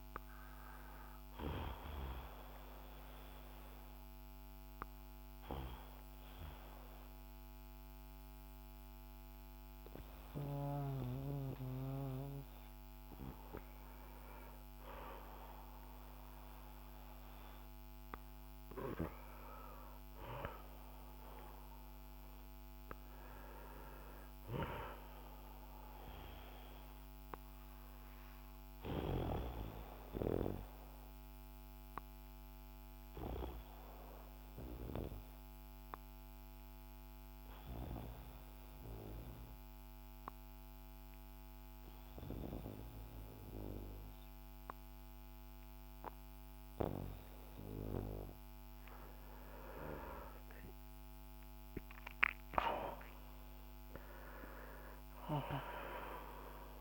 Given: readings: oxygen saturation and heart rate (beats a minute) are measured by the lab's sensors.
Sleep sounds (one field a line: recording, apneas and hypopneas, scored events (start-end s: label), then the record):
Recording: breathing in sleep by a microphone on the trachea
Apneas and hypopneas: 2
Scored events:
1.00-12.00 s: obstructive apnea (oxygen 94% before, 89% lowest, heart rate 60 before, 56 extreme, up 7 after)
2.50-56.81 s: new sleep stage, N2 (light sleep)
18.50-23.50 s: arousal
30.00-49.00 s: obstructive apnea (oxygen 95% before, 89% lowest, heart rate 60 before, 52 extreme, up 11 after)
51.00-55.00 s: arousal
From the record:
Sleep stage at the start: N1 (lightest sleep)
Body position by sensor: on the back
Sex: male